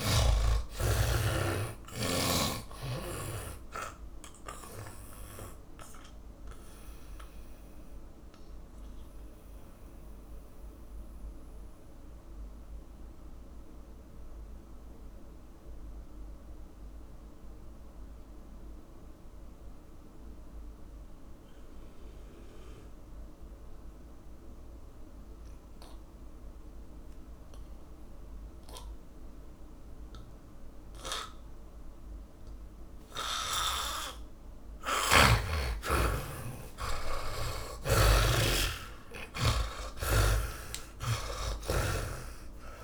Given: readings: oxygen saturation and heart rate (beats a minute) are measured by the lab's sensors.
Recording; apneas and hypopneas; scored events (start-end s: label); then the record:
breathing in sleep by a room microphone; 1
0.00-2.00 s: arousal
0.00-24.00 s: oxygen desaturation (device-marked, oxygen 80% lowest, heart rate 29 extreme)
7.00-34.00 s: mixed apnea (oxygen 100% before, 79% lowest, heart rate 62 before, 29 extreme, up 14 after)
35.00-38.50 s: snoring (device-marked)
36.00-40.00 s: arousal
39.00-42.84 s: oxygen desaturation (device-marked, oxygen 100% before, 79% lowest)
From the record:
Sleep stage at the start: N2 (light sleep); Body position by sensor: on the back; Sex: male